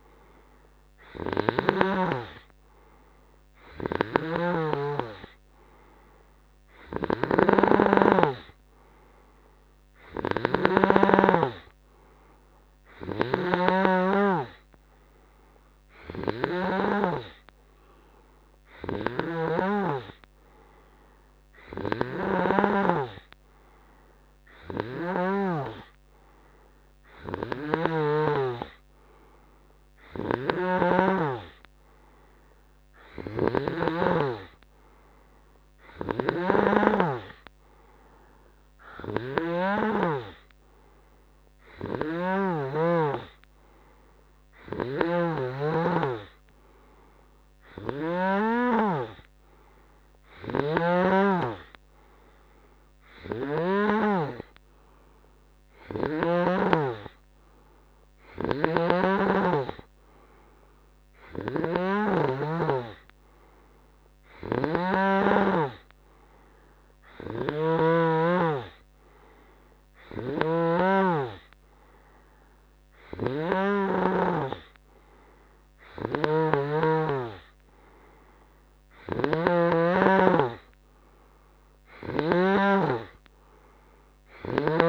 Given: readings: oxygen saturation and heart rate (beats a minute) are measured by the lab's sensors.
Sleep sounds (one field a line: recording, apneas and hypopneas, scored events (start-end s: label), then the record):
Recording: breathing in sleep by a microphone on the trachea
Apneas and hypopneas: none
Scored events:
0.00-5.00 s: snoring (device-marked)
7.00-20.00 s: snoring (device-marked)
22.00-43.00 s: snoring (device-marked)
45.00-54.00 s: snoring (device-marked)
58.50-74.50 s: snoring (device-marked)
79.00-82.50 s: snoring (device-marked)
From the record:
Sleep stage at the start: N3 (deep sleep)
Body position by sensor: on the right side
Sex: male